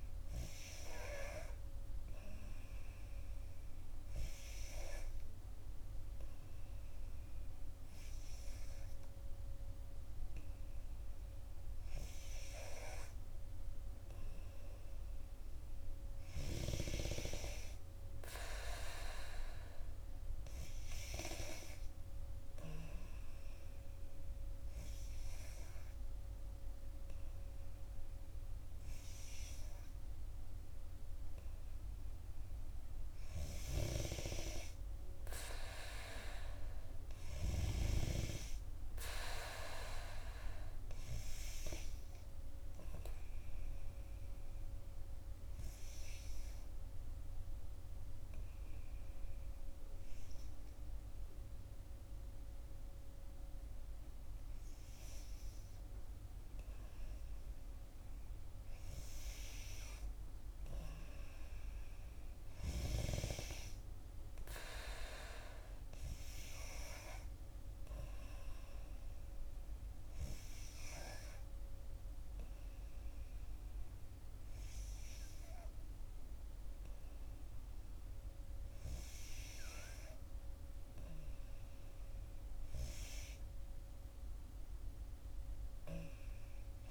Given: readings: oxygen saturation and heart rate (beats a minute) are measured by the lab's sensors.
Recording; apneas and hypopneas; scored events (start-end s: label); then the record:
breathing in sleep by a room microphone; 2
15.50-19.00 s: arousal
22.00-33.50 s: obstructive apnea (oxygen 94% before, 91% lowest, heart rate 62 before, 58 extreme, up 7 after)
28.50-30.50 s: long interval between heartbeats (device-marked, heart rate 61 before, 64 extreme)
37.00-40.50 s: arousal
43.50-58.50 s: obstructive apnea (oxygen 93% before, 91% lowest, heart rate 63 before, 58 extreme, up 4 after)
60.50-63.50 s: arousal
From the record:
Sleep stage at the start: N2 (light sleep); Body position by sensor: on the back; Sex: female